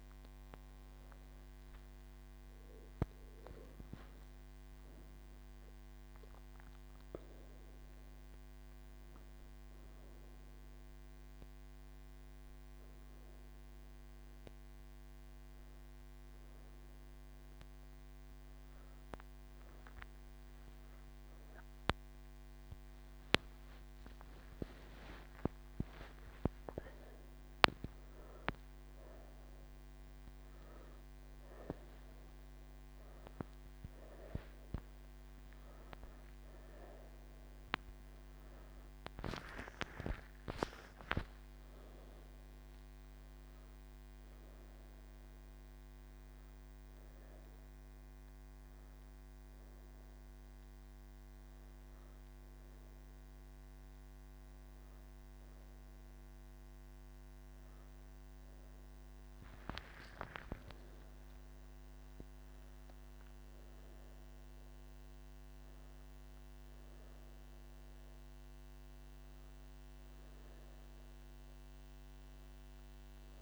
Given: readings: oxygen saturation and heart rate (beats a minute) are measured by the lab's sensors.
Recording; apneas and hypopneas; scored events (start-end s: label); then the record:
breathing in sleep by a microphone on the trachea; none
none scored
From the record:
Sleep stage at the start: N3 (deep sleep); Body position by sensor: on the right side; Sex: female